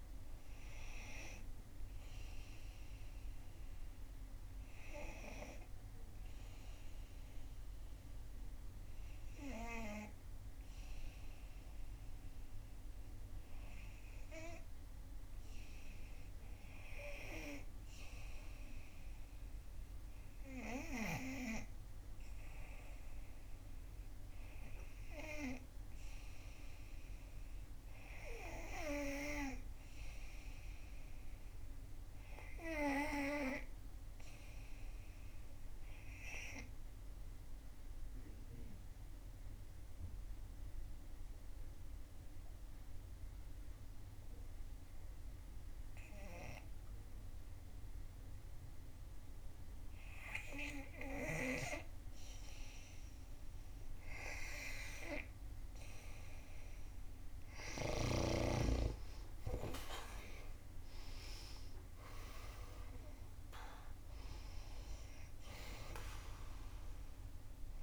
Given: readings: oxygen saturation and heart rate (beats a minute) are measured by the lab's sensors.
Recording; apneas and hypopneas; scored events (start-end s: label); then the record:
breathing in sleep by a room microphone; 1
0.00-4.00 s: oxygen desaturation (device-marked, oxygen 73% lowest, heart rate 61 extreme)
25.00-47.00 s: oxygen desaturation (device-marked, oxygen 96% before, 91% lowest, heart rate 64 before, 61 extreme)
35.50-52.00 s: obstructive apnea (oxygen 97% before, 88% lowest, heart rate 64 before, 61 extreme, up 7 after)
54.00-58.00 s: arousal
58.00-67.83 s: oxygen desaturation (device-marked, oxygen 92% before, 88% lowest, heart rate 63 before, 55 extreme)
From the record:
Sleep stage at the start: N2 (light sleep); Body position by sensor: on the back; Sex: female